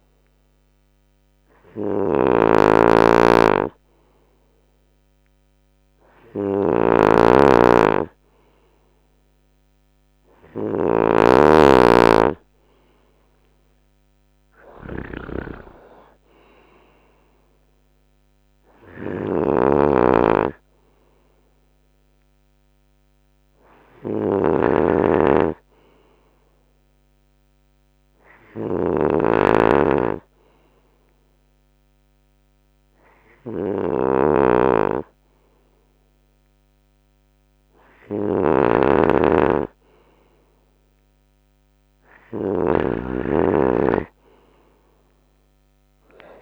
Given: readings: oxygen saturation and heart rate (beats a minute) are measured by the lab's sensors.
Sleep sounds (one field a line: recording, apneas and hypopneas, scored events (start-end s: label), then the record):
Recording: breathing in sleep by a microphone on the trachea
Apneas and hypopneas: 1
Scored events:
0.00-42.00 s: snoring (device-marked)
1.50-3.50 s: long interval between heartbeats (device-marked, heart rate 90 before, 100 extreme)
6.50-8.50 s: long interval between heartbeats (device-marked, heart rate 94 before, 95 extreme)
10.50-12.50 s: long interval between heartbeats (device-marked, heart rate 94 before, 93 extreme)
12.50-14.50 s: long interval between heartbeats (device-marked, heart rate 94 before, 94 extreme)
12.50-17.00 s: arousal
12.50-25.50 s: drop in pulse transit time (device-marked, heart rate 94 before, 71 extreme)
27.00-38.00 s: hypopnea (oxygen 96% before, 94% lowest, heart rate 85 before, 71 extreme, up 5 after)
40.50-44.00 s: arousal
44.50-46.42 s: drop in pulse transit time (device-marked, heart rate 73 before, 71 extreme)
From the record:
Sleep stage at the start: N2 (light sleep)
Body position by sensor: on the right side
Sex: male